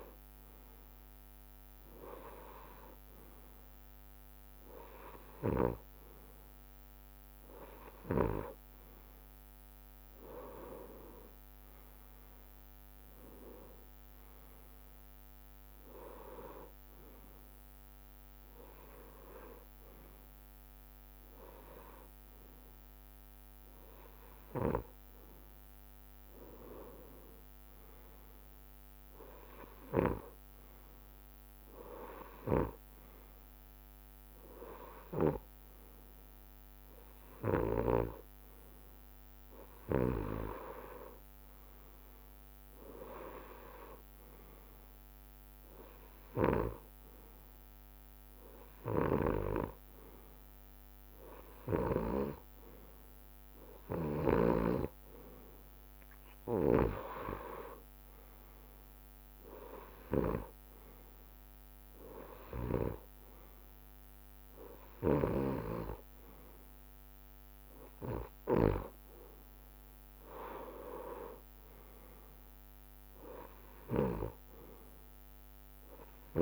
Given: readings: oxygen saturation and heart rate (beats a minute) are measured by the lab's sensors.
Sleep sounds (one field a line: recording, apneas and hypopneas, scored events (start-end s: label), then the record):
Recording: breathing in sleep by a microphone on the trachea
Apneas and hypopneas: none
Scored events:
10.50-21.50 s: drop in pulse transit time (device-marked, heart rate 66 before, 66 extreme)
63.50-65.50 s: long interval between heartbeats (device-marked, heart rate 72 before, 81 extreme)
From the record:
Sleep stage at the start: N2 (light sleep)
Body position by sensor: on the right side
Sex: male